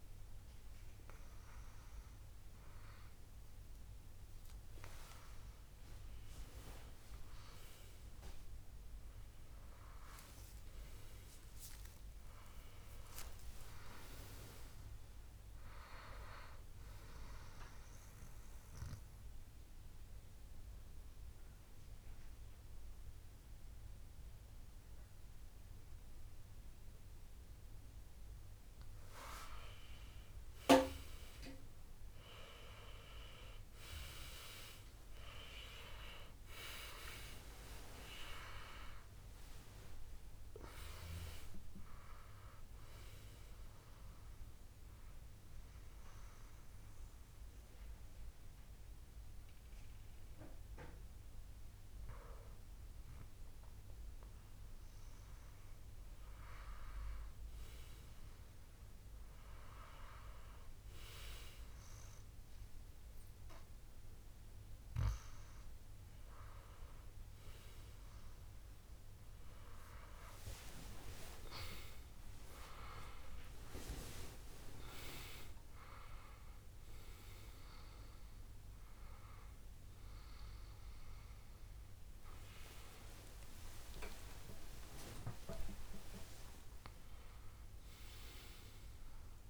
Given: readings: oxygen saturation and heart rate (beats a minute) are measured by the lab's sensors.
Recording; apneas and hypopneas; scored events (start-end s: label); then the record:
a person partly awake in a sleep study, by a room microphone; 2
11.00-14.00 s: arousal
17.00-29.00 s: obstructive apnea (oxygen 99% before, 94% lowest, heart rate 70 before, 60 extreme, up 13 after)
29.50-34.50 s: arousal
43.00-56.00 s: mixed apnea (oxygen 97% before, 94% lowest, heart rate 69 before, 64 extreme, up 9 after)
64.50-89.50 s: new sleep stage, awake
83.50-85.50 s: long interval between heartbeats (device-marked, heart rate 72 before, 81 extreme)
From the record:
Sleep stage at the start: N2 (light sleep); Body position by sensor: on the back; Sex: male